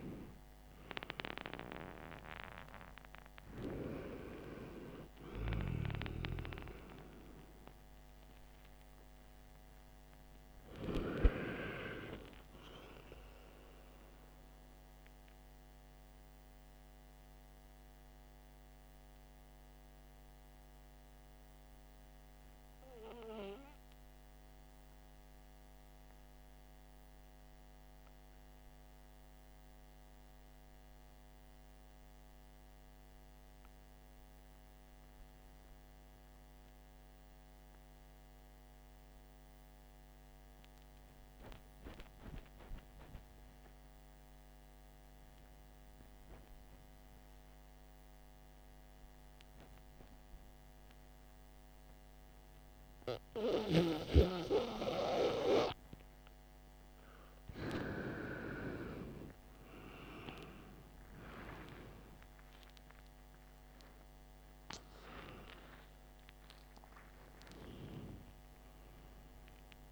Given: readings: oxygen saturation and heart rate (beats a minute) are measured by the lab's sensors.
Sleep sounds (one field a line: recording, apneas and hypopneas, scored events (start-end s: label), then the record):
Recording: breathing in sleep by a microphone on the trachea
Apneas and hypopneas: 1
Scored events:
2.50-14.50 s: oxygen desaturation (device-marked, oxygen 99% before, 95% lowest, heart rate 60 before, 52 extreme)
16.00-55.00 s: mixed apnea (oxygen 99% before, 89% lowest, heart rate 62 before, 47 extreme, up 14 after)
24.50-34.50 s: oxygen desaturation (device-marked, oxygen 96% before, 89% lowest, heart rate 58 before, 47 extreme)
52.50-69.92 s: oxygen desaturation (device-marked, oxygen 98% before, 93% lowest, heart rate 54 before, 50 extreme)
59.00-64.00 s: arousal
From the record:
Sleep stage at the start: REM sleep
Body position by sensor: on the back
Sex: male